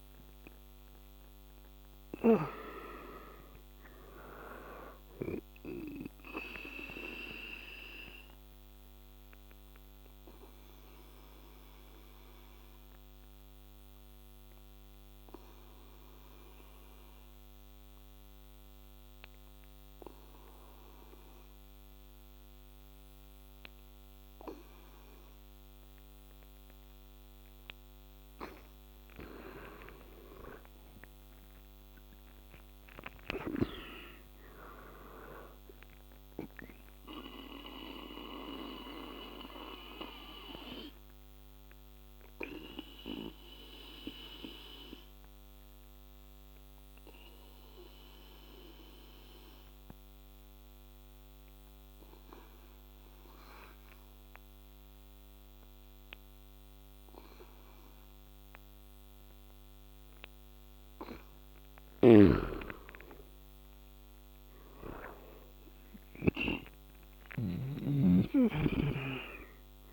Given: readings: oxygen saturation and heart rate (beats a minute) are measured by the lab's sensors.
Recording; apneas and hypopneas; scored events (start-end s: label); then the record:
breathing in sleep by a microphone on the trachea; 2
0.00-11.00 s: oxygen desaturation (device-marked, oxygen 89% lowest, heart rate 73 extreme)
5.50-28.00 s: obstructive apnea (oxygen 99% before, 86% lowest, heart rate 77 before, 73 extreme, up 13 after)
29.50-33.50 s: arousal
33.00-57.00 s: oxygen desaturation (device-marked, oxygen 99% before, 86% lowest, heart rate 76 before, 74 extreme)
37.00-60.50 s: obstructive apnea (oxygen 99% before, 86% lowest, heart rate 77 before, 74 extreme, up 9 after)
61.50-66.00 s: snoring (device-marked)
63.00-66.00 s: arousal
66.00-69.93 s: oxygen desaturation (device-marked, oxygen 99% before, 88% lowest, heart rate 77 before, 74 extreme)
From the record:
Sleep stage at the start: N2 (light sleep); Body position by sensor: on the back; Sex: male